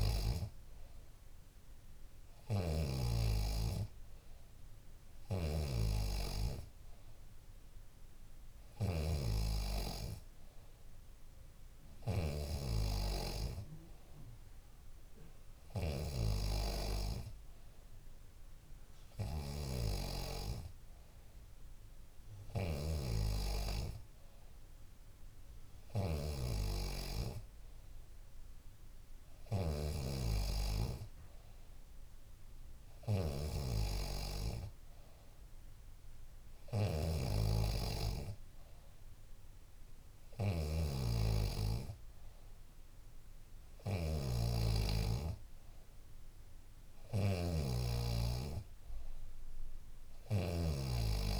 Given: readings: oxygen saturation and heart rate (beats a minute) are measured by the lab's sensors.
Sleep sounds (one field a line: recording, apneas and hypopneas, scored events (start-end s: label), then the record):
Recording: breathing in sleep by a room microphone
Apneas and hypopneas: none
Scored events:
0.00-16.00 s: snoring (device-marked)
22.50-51.40 s: snoring (device-marked)
26.00-28.00 s: long interval between heartbeats (device-marked, heart rate 70 before, 78 extreme)
50.00-51.40 s: long interval between heartbeats (device-marked, heart rate 71 before, 99 extreme)
From the record:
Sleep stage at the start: N3 (deep sleep)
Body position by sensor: on the back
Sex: female